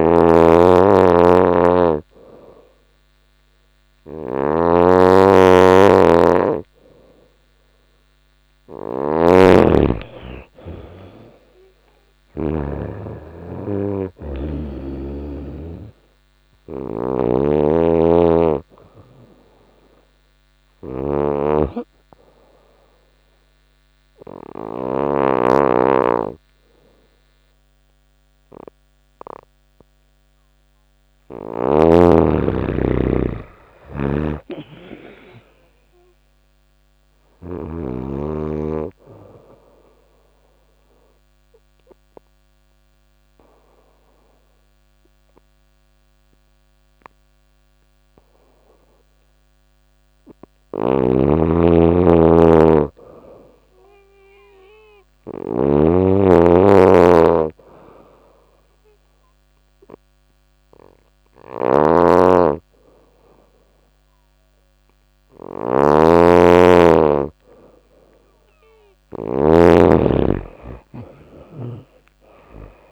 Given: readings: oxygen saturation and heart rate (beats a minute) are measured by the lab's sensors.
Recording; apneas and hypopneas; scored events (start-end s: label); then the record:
breathing in sleep by a microphone on the trachea; 3
3.50-12.00 s: snoring (device-marked)
10.00-32.00 s: oxygen desaturation (device-marked, oxygen 96% before, 91% lowest, heart rate 86 before, 84 extreme)
16.50-24.50 s: snoring (device-marked)
20.00-31.00 s: obstructive apnea (oxygen 97% before, 91% lowest, heart rate 88 before, 84 extreme, up 3 after)
33.00-36.00 s: arousal
33.00-37.00 s: snoring (device-marked)
39.00-49.50 s: obstructive apnea (oxygen 96% before, 91% lowest, heart rate 88 before, 84 extreme)
42.00-56.00 s: oxygen desaturation (device-marked, oxygen 96% before, 91% lowest, heart rate 88 before, 84 extreme)
50.00-55.00 s: snoring (device-marked)
51.50-54.50 s: arousal
58.00-68.00 s: obstructive apnea (oxygen 98% before, 90% lowest, heart rate 87 before, 86 extreme, up 4 after)
61.00-72.92 s: snoring (device-marked)
70.00-72.92 s: arousal
From the record:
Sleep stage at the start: N2 (light sleep); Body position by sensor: on the back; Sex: female